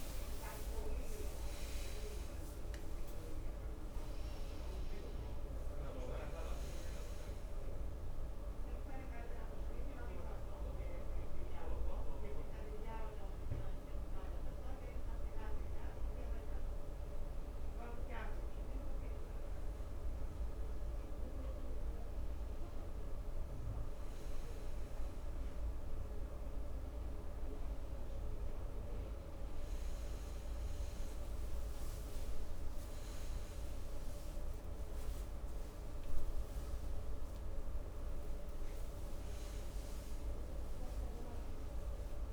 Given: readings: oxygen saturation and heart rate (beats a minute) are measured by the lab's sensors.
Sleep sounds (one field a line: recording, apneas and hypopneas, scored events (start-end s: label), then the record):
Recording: breathing in sleep, hard to hear, by a room microphone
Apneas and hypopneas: none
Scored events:
none scored
From the record:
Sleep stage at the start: N1 (lightest sleep)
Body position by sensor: on the right side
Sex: male